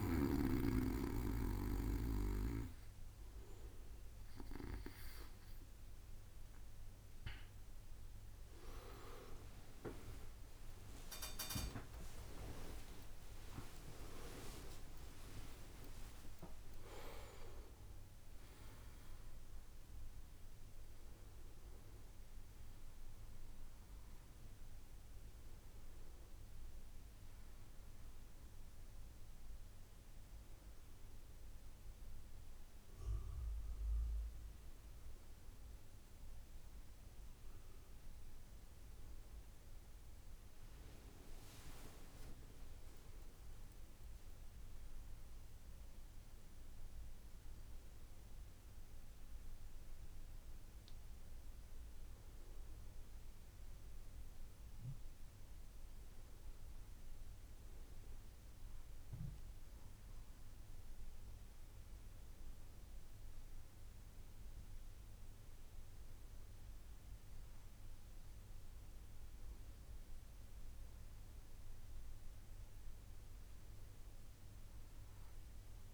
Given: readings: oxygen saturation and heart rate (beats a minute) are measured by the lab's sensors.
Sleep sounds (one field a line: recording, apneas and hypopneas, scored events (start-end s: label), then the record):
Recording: breathing in sleep by a room microphone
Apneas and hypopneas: none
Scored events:
5.50-65.50 s: new sleep stage, N1 (lightest sleep)
9.50-16.00 s: arousal
65.50-75.94 s: new sleep stage, N2 (light sleep)
From the record:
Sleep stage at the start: N2 (light sleep)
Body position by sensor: on the back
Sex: male